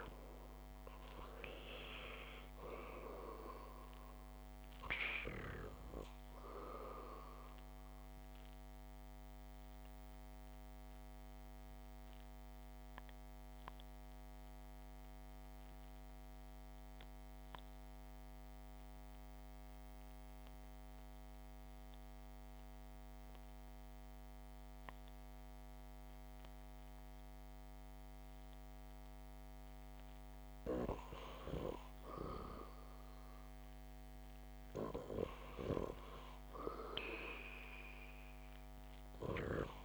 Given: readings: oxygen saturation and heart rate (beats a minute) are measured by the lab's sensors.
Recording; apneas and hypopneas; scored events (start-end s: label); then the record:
breathing in sleep by a microphone on the trachea; 1
0.00-2.00 s: arousal
5.50-25.50 s: oxygen desaturation (device-marked, oxygen 98% before, 90% lowest, heart rate 61 before, 62 extreme)
10.00-29.00 s: obstructive apnea (oxygen 99% before, 90% lowest, heart rate 61 before, 62 extreme, up 3 after)
31.00-35.50 s: arousal
From the record:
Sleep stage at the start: REM sleep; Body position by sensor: on the back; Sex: male